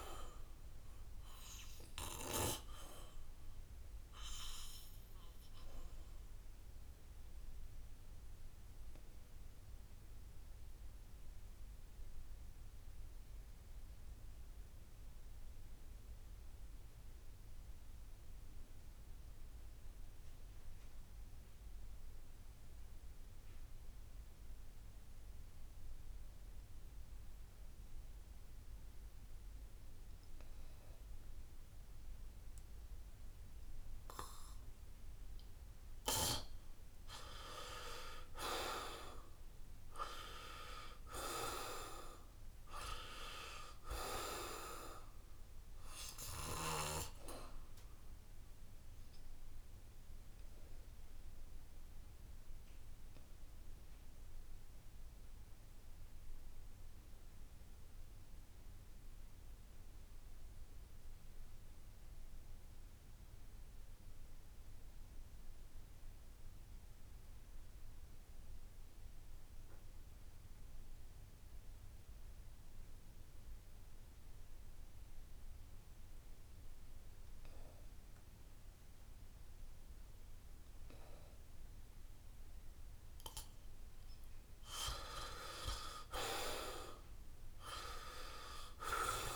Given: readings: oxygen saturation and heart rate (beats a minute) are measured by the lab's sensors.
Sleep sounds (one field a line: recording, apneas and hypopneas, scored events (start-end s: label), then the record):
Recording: breathing in sleep by a room microphone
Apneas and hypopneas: 2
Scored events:
0.00-24.00 s: oxygen desaturation (device-marked, oxygen 80% lowest, heart rate 65 extreme)
6.00-37.00 s: obstructive apnea (oxygen 96% before, 79% lowest, heart rate 71 before, 65 extreme, up 6 after)
16.50-18.50 s: long interval between heartbeats (device-marked, heart rate 71 before, 70 extreme)
23.00-25.00 s: long interval between heartbeats (device-marked, heart rate 69 before, 66 extreme)
36.00-63.00 s: oxygen desaturation (device-marked, oxygen 97% before, 79% lowest, heart rate 70 before, 66 extreme)
40.00-43.50 s: arousal
50.50-84.00 s: obstructive apnea (oxygen 97% before, 77% lowest, heart rate 72 before, 66 extreme, up 7 after)
76.00-89.36 s: oxygen desaturation (device-marked, oxygen 96% before, 77% lowest, heart rate 67 before, 68 extreme)
86.50-89.36 s: arousal
From the record:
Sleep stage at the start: N2 (light sleep)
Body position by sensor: on the back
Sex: male